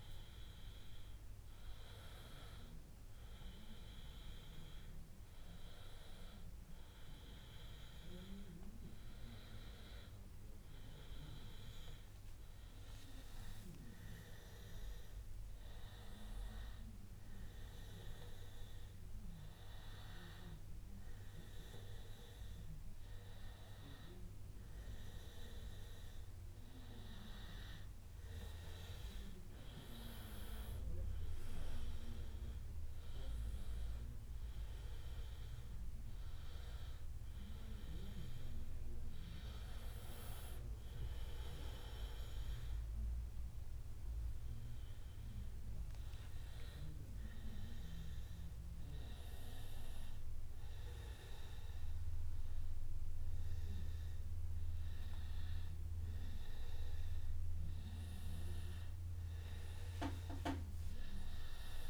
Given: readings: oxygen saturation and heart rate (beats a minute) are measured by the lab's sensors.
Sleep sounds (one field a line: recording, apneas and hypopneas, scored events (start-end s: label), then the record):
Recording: breathing in sleep by a room microphone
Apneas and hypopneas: none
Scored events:
15.00-19.00 s: arousal
60.50-61.90 s: long interval between heartbeats (device-marked, heart rate 98 before, 97 extreme)
From the record:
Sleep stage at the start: N1 (lightest sleep)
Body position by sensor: on the back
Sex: male